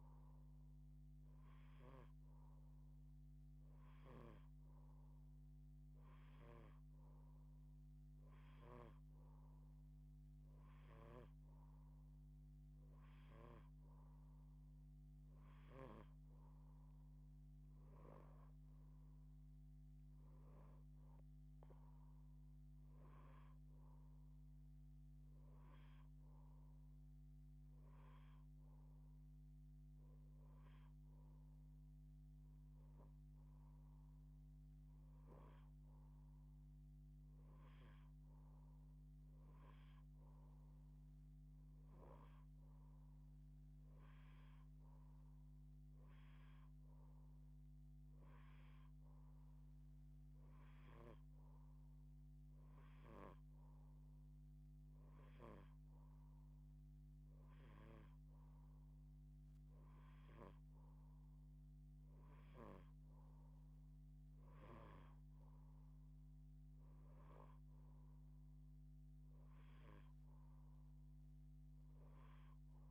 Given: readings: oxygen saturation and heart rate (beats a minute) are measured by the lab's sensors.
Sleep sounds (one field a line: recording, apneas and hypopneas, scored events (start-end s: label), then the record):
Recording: breathing in sleep by a microphone on the trachea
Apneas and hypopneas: none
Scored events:
none scored
From the record:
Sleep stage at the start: N2 (light sleep)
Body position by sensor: on the left side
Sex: female